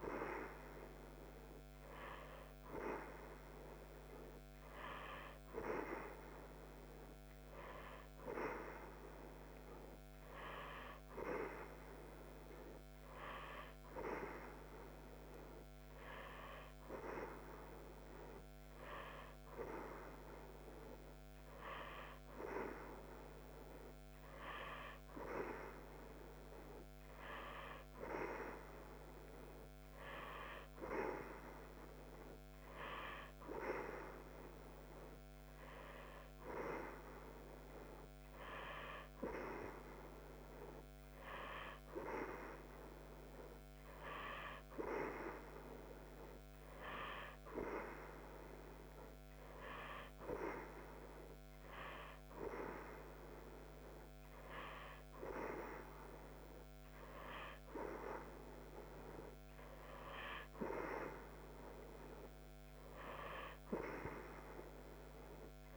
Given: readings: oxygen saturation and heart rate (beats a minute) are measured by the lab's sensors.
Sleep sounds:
breathing in sleep by a microphone on the trachea; none
none scored
From the record:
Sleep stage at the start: N2 (light sleep); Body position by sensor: on the right side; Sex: female

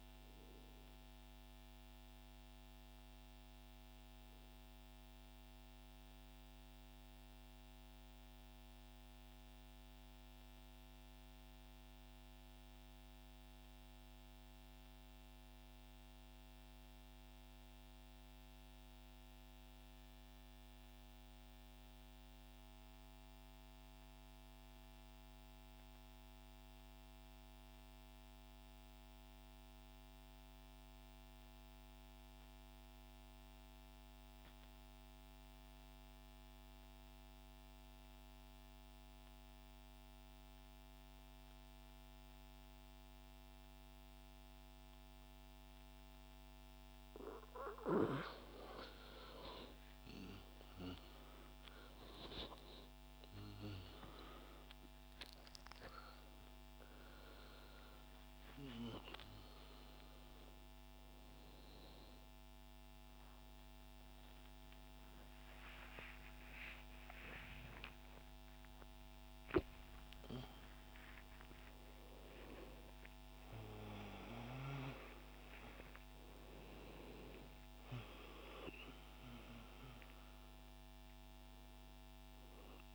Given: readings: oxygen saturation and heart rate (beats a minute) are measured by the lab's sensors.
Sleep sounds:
a person partly awake in a sleep study, by a microphone on the trachea; 1
0.00-10.00 s: oxygen desaturation (device-marked, oxygen 91% lowest, heart rate 27 extreme)
0.50-46.00 s: mixed apnea (oxygen 98% before, 85% lowest)
29.00-82.00 s: oxygen desaturation (device-marked, oxygen 98% before, 85% lowest)
53.00-82.94 s: new sleep stage, awake
From the record:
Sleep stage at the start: N2 (light sleep); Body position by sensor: on the right side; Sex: male

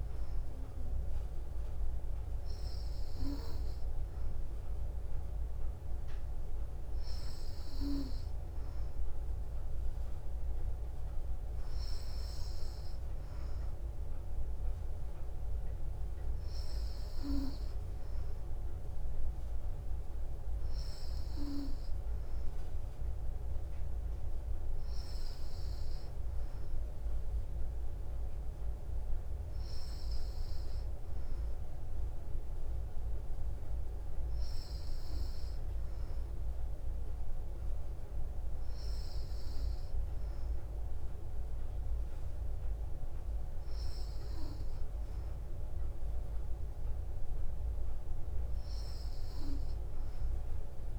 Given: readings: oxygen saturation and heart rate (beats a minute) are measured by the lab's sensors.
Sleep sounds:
breathing in sleep, hard to hear, by a room microphone; none
none scored
From the record:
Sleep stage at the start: N3 (deep sleep); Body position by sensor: on the back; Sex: female

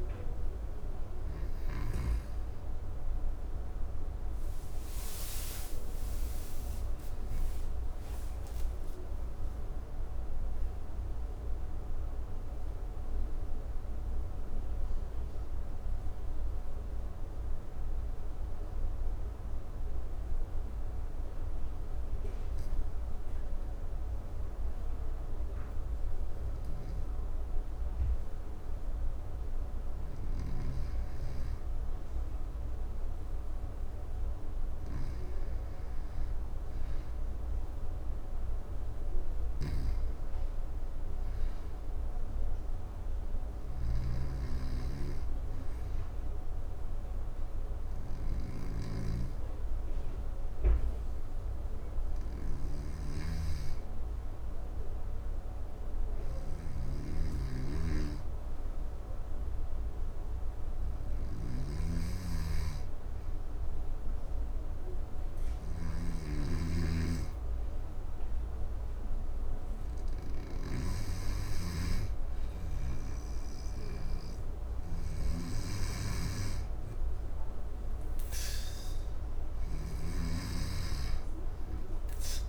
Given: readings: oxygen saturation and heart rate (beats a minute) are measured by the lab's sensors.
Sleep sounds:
breathing in sleep by a room microphone; 2
0.00-2.00 s: arousal
0.00-2.00 s: snoring (device-marked)
20.50-31.50 s: obstructive apnea (oxygen 95% before, 93% lowest, heart rate 74 before, 64 extreme, up 6 after)
36.00-40.00 s: arousal
39.00-70.50 s: snoring (device-marked)
39.50-51.50 s: oxygen desaturation (device-marked, oxygen 98% before, 93% lowest, heart rate 67 before, 66 extreme)
46.00-78.00 s: obstructive apnea (oxygen 98% before, 92% lowest, heart rate 67 before, 66 extreme, up 6 after)
75.00-82.49 s: snoring (device-marked)
From the record:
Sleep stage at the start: N2 (light sleep); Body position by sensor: on the back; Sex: male

